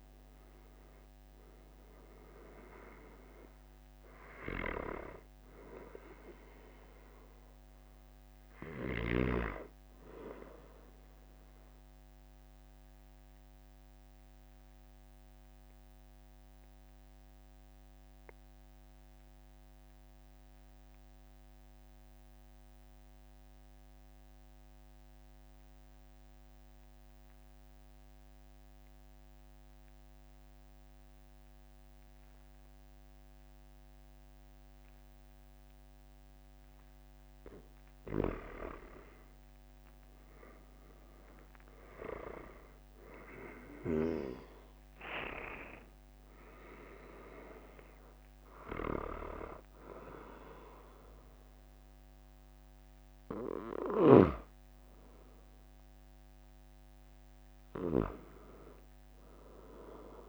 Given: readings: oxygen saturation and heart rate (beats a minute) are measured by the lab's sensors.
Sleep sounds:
breathing in sleep by a microphone on the trachea; 1
0.00-4.00 s: oxygen desaturation (device-marked, oxygen 93% lowest, heart rate 43 extreme)
0.00-9.50 s: snoring (device-marked)
12.50-37.00 s: mixed apnea (oxygen 97% before, 91% lowest, heart rate 45 before, 43 extreme, up 5 after)
40.00-44.50 s: arousal
57.00-59.00 s: long interval between heartbeats (device-marked, heart rate 46 before, 51 extreme)
From the record:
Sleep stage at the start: N2 (light sleep); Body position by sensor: on the back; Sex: male

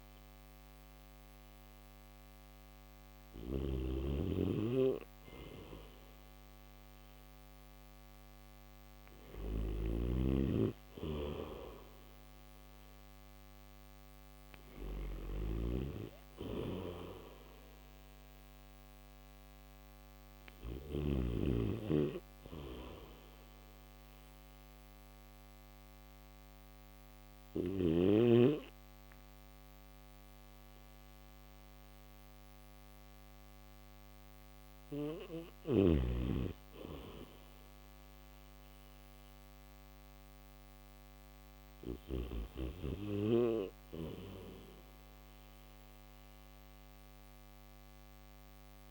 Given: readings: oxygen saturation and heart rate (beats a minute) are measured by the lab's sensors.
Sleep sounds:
breathing in sleep by a microphone on the trachea; none
3.00-20.50 s: snoring (device-marked)
From the record:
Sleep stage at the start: N3 (deep sleep); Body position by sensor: on the back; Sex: male

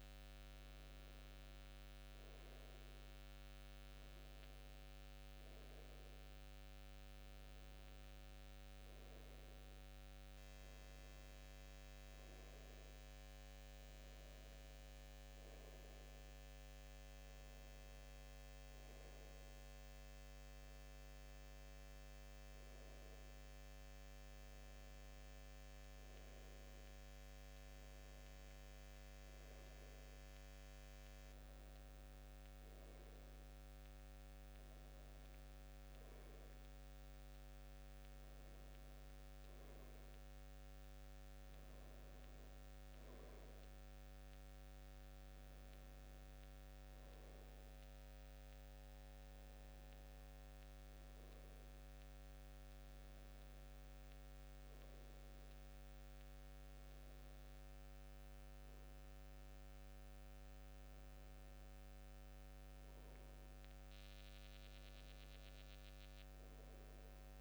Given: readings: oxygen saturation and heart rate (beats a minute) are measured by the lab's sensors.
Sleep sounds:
breathing in sleep, hard to hear, by a microphone on the trachea; none
63.50-67.41 s: new sleep stage, awake
From the record:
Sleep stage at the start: N2 (light sleep); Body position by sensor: on the back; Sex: male

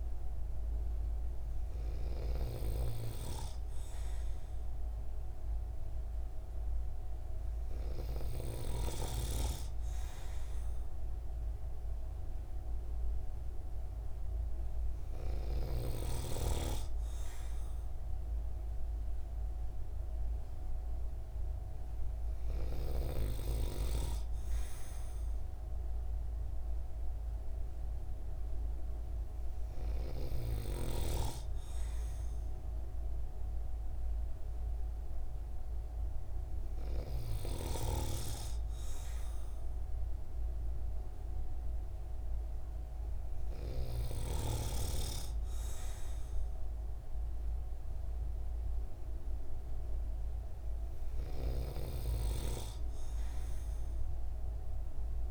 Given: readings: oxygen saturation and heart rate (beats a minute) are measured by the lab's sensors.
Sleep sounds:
breathing in sleep by a room microphone; none
none scored
From the record:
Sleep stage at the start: REM sleep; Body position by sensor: on the right side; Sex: male

